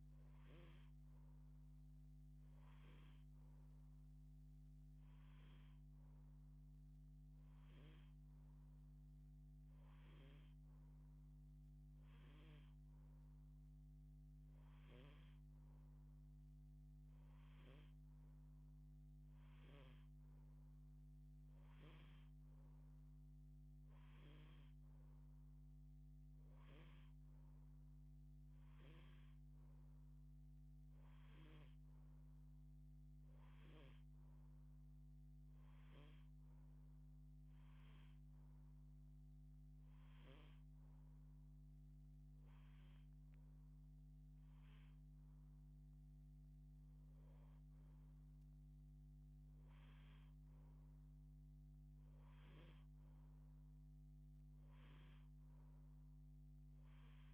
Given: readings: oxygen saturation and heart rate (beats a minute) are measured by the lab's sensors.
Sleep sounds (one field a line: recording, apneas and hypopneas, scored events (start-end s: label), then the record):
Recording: breathing in sleep, hard to hear, by a microphone on the trachea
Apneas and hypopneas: none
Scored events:
none scored
From the record:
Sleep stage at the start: N2 (light sleep)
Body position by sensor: on the left side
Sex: female